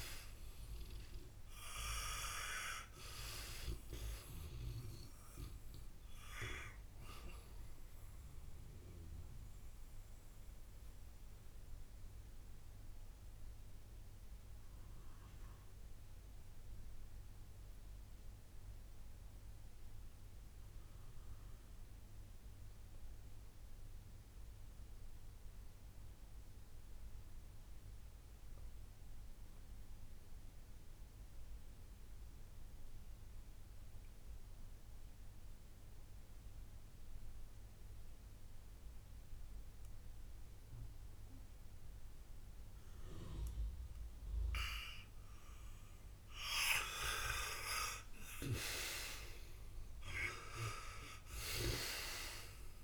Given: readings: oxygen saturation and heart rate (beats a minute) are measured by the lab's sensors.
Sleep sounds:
breathing in sleep by a room microphone; 1
0.00-25.00 s: oxygen desaturation (device-marked, oxygen 82% lowest, heart rate 58 extreme)
8.00-46.00 s: mixed apnea (oxygen 97% before, 80% lowest, heart rate 62 before, 58 extreme, up 4 after)
41.00-52.84 s: oxygen desaturation (device-marked, oxygen 97% before, 80% lowest, heart rate 70 before, 56 extreme)
47.50-52.84 s: arousal
From the record:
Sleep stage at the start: N2 (light sleep); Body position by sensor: on the back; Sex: male

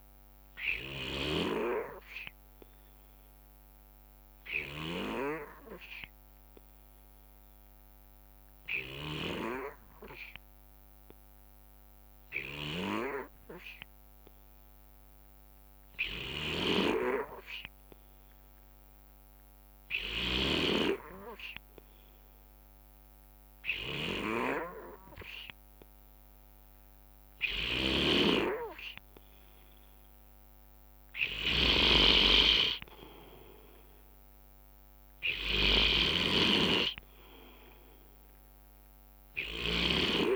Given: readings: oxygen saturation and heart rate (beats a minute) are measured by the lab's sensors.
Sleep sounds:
breathing in sleep by a microphone on the trachea; 1
0.00-1.50 s: snoring (device-marked)
1.00-29.00 s: obstructive apnea (oxygen 95% before, 90% lowest, heart rate 67 before, 64 extreme, up 11 after)
5.50-25.50 s: drop in pulse transit time (device-marked, heart rate 67 before, 67 extreme)
16.00-20.50 s: snoring (device-marked)
21.50-34.50 s: oxygen desaturation (device-marked, oxygen 95% before, 90% lowest, heart rate 72 before, 64 extreme)
26.00-28.00 s: long interval between heartbeats (device-marked, heart rate 72 before, 80 extreme)
27.50-40.00 s: snoring (device-marked)
32.00-36.00 s: arousal
From the record:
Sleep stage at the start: N2 (light sleep); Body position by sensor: on the right side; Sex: male

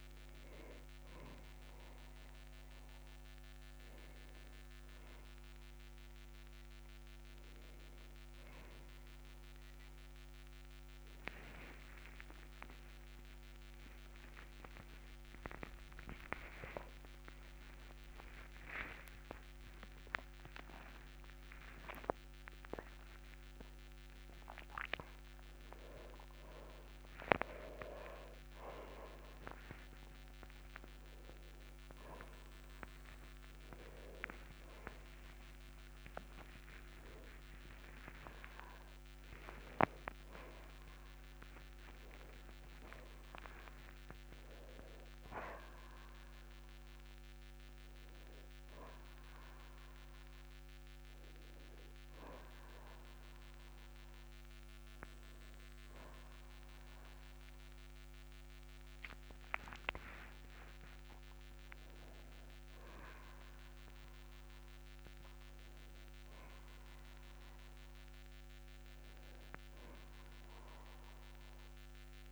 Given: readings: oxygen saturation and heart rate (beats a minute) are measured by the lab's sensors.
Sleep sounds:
a person awake in a sleep study, by a microphone on the trachea; none
none scored
From the record:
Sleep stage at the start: awake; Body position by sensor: on the back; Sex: male

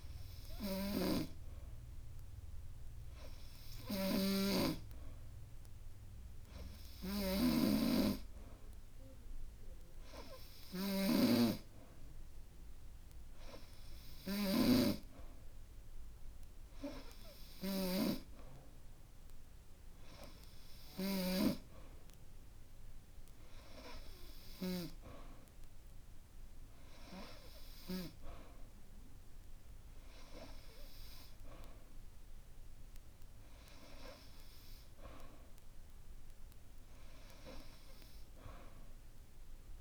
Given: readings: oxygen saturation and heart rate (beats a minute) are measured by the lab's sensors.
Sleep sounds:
breathing in sleep by a room microphone; none
none scored
From the record:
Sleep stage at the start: N2 (light sleep); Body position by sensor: on the back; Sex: male

